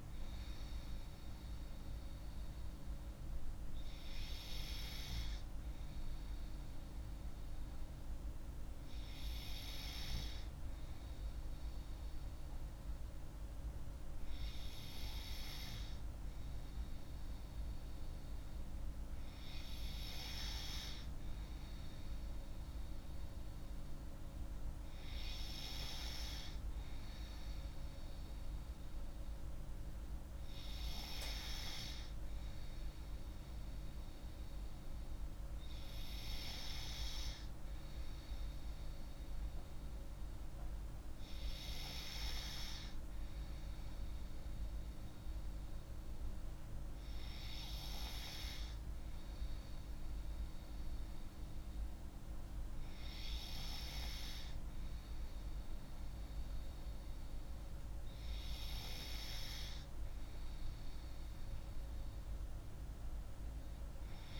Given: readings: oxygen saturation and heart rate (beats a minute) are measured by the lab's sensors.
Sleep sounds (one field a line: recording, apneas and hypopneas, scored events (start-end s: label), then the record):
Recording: breathing in sleep by a room microphone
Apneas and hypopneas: none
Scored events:
none scored
From the record:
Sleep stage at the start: N3 (deep sleep)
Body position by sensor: on the left side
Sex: female